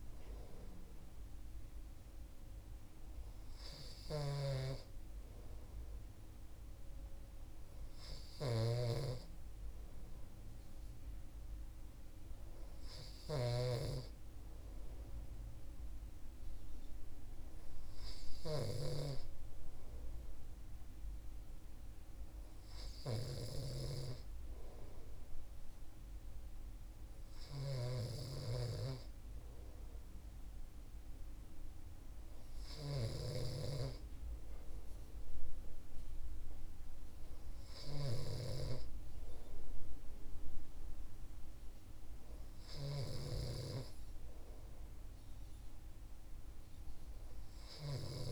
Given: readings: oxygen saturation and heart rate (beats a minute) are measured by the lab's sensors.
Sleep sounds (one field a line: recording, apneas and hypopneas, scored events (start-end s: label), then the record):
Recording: breathing in sleep by a room microphone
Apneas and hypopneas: none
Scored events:
3.50-48.32 s: snoring (device-marked)
From the record:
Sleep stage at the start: N2 (light sleep)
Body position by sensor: on the right side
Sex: male